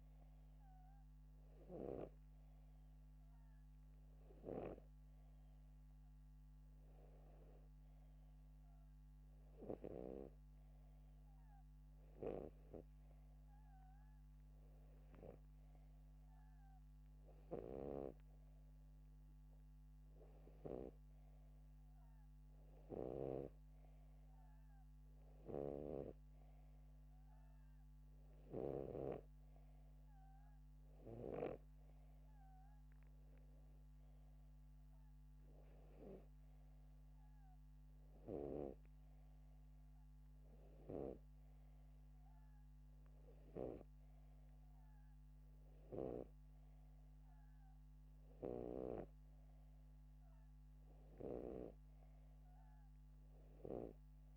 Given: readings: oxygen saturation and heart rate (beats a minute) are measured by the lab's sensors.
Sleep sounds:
breathing in sleep by a microphone on the trachea; none
none scored
From the record:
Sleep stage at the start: N2 (light sleep); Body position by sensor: upright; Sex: male

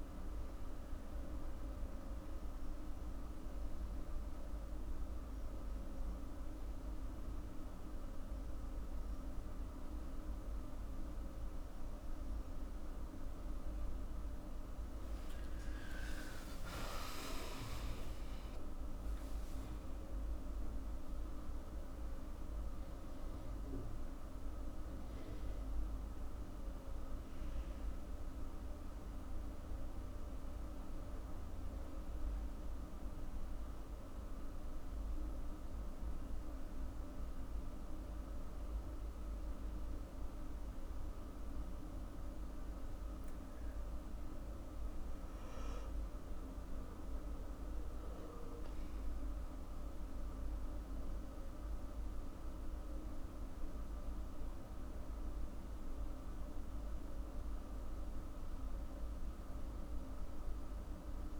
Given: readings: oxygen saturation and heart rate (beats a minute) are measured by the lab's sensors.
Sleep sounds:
breathing in sleep, hard to hear, by a room microphone; none
15.00-20.00 s: arousal
16.00-18.00 s: long interval between heartbeats (device-marked, heart rate 87 before, 94 extreme)
45.50-50.00 s: arousal
From the record:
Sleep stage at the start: N2 (light sleep); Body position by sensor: on the back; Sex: female

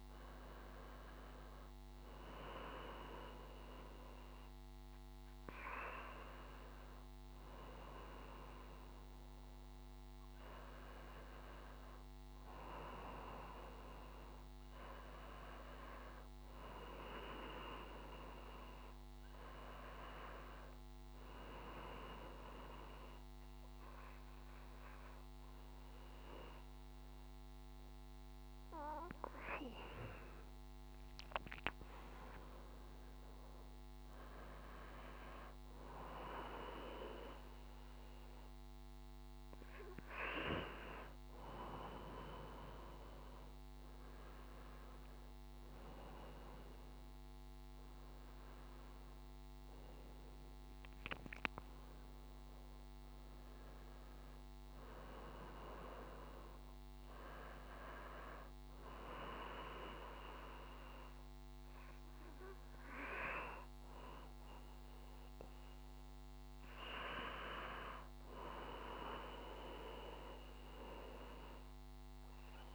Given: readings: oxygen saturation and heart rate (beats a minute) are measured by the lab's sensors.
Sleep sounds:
breathing in sleep by a microphone on the trachea; none
none scored
From the record:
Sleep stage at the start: N2 (light sleep); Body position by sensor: on the back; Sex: male

